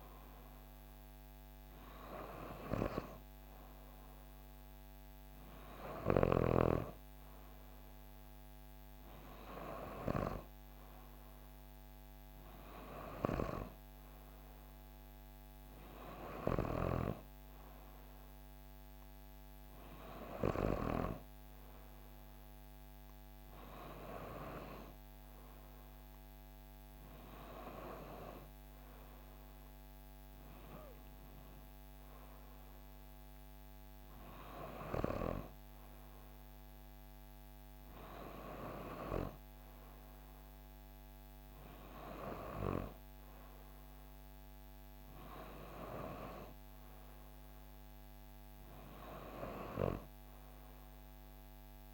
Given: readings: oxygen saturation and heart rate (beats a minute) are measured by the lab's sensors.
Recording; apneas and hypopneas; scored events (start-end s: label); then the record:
breathing in sleep by a microphone on the trachea; none
none scored
From the record:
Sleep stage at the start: N3 (deep sleep); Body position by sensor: on the back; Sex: female